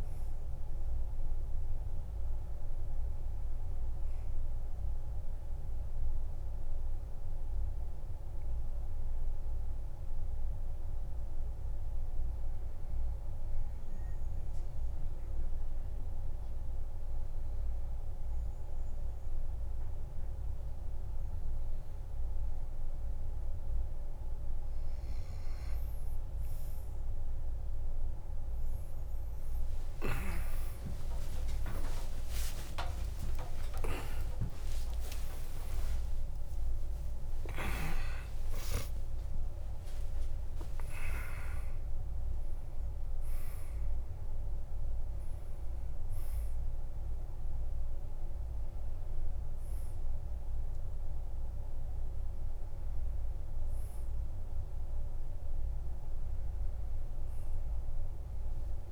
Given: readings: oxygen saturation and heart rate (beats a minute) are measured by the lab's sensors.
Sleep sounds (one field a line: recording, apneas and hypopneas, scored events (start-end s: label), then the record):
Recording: a person partly awake in a sleep study, by a room microphone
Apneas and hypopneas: 1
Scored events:
12.50-24.50 s: obstructive apnea (oxygen 98% before, 92% lowest, heart rate 54 before, 52 extreme)
28.50-36.50 s: tachycardia (device-marked, heart rate 53 before, 179 extreme)
28.50-47.50 s: oxygen desaturation (device-marked, oxygen 98% before, 93% lowest, heart rate 55 before, 59 extreme)
29.50-58.92 s: new sleep stage, awake
30.00-32.00 s: long interval between heartbeats (device-marked, heart rate 56 before, 90 extreme)
32.00-34.00 s: long interval between heartbeats (device-marked, heart rate 60 before, 122 extreme)
35.00-37.00 s: long interval between heartbeats (device-marked, heart rate 73 before, 177 extreme)
49.50-58.92 s: oxygen desaturation (device-marked, oxygen 95% before, 92% lowest, heart rate 114 before, 58 extreme)
From the record:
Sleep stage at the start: N2 (light sleep)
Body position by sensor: on the back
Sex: male